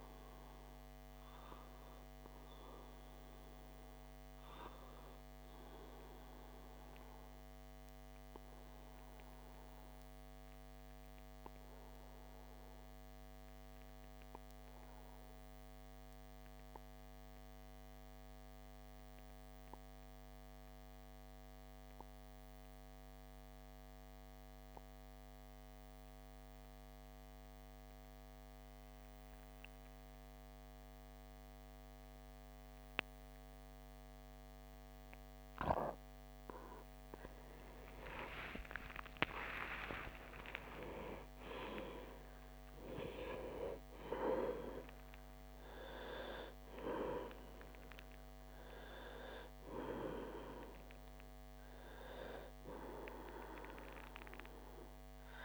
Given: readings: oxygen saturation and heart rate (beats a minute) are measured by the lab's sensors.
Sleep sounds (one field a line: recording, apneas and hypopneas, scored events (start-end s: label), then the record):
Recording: breathing in sleep by a microphone on the trachea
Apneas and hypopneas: 1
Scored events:
5.00-36.00 s: obstructive apnea (oxygen 97% before, 92% lowest)
37.00-42.50 s: arousal
37.50-55.45 s: oxygen desaturation (device-marked, oxygen 97% before, 92% lowest)
From the record:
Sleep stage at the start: N2 (light sleep)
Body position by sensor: on the back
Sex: male